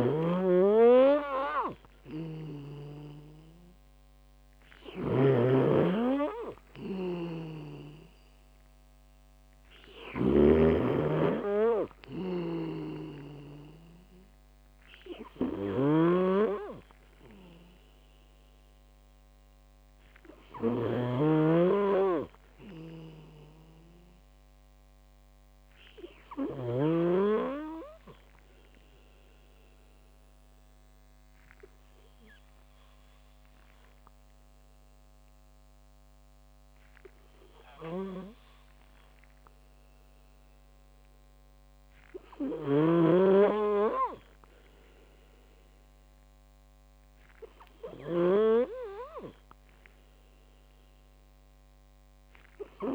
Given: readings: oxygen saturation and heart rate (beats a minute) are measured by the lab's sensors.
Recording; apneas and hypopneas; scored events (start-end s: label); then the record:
breathing in sleep by a microphone on the trachea; 1
12.50-27.00 s: snoring (device-marked)
23.00-26.50 s: arousal
28.50-41.50 s: hypopnea (oxygen 94% before, 93% lowest)
38.00-52.95 s: snoring (device-marked)
45.50-49.50 s: arousal
From the record:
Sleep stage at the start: N2 (light sleep); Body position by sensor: on the back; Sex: male